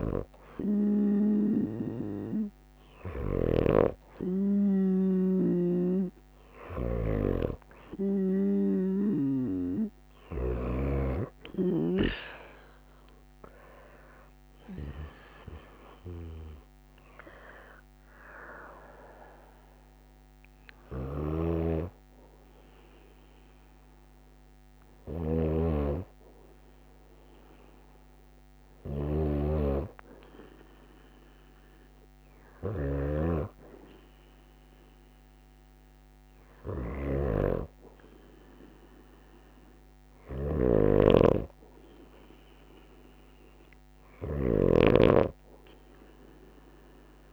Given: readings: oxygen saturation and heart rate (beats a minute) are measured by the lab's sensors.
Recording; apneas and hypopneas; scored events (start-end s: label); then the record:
breathing in sleep by a microphone on the trachea; none
43.50-47.33 s: snoring (device-marked)
From the record:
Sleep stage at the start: N2 (light sleep); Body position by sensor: on the right side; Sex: female